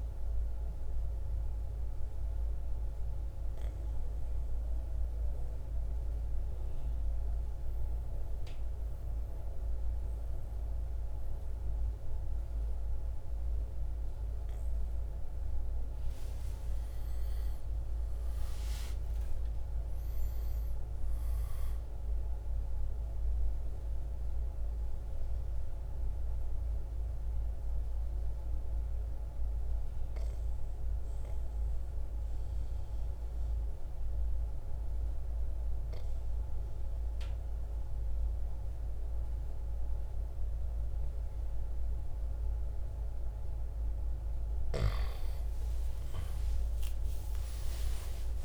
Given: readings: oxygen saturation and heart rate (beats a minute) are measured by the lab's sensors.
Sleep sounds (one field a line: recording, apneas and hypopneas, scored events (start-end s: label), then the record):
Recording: breathing in sleep, hard to hear, by a room microphone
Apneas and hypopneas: 2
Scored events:
0.00-4.50 s: drop in pulse transit time (device-marked, heart rate 56 extreme)
0.50-13.50 s: oxygen desaturation (device-marked, oxygen 97% before, 89% lowest, heart rate 59 before, 52 extreme)
0.50-14.00 s: obstructive apnea (oxygen 98% before, 88% lowest, heart rate 59 before, 52 extreme, up 10 after)
17.00-19.50 s: arousal
22.50-43.00 s: obstructive apnea (oxygen 98% before, 88% lowest, heart rate 56 before, 53 extreme, up 9 after)
31.50-42.50 s: oxygen desaturation (device-marked, oxygen 97% before, 93% lowest, heart rate 57 before, 54 extreme)
45.50-48.45 s: arousal
From the record:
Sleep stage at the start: N2 (light sleep)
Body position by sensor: on the right side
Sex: male